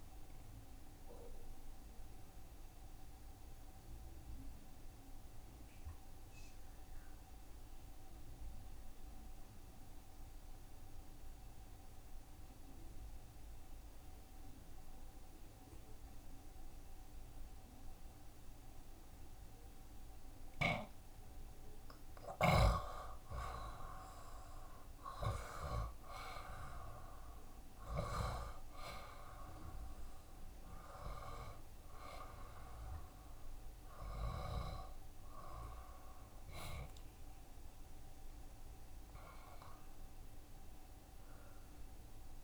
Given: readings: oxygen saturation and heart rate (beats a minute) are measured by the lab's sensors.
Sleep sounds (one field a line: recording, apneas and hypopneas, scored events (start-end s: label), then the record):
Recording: breathing in sleep by a room microphone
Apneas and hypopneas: 1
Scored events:
1.00-22.00 s: obstructive apnea (oxygen 93% before, 79% lowest, heart rate 70 before, 68 extreme, up 21 after)
3.00-16.00 s: oxygen desaturation (device-marked, oxygen 93% before, 86% lowest, heart rate 70 before, 68 extreme)
21.50-23.50 s: long interval between heartbeats (device-marked, heart rate 70 before, 89 extreme)
22.00-42.44 s: oxygen desaturation (device-marked, oxygen 89% before, 79% lowest, heart rate 71 before, 62 extreme)
23.50-28.00 s: arousal
From the record:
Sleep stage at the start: N1 (lightest sleep)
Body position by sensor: on the back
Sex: male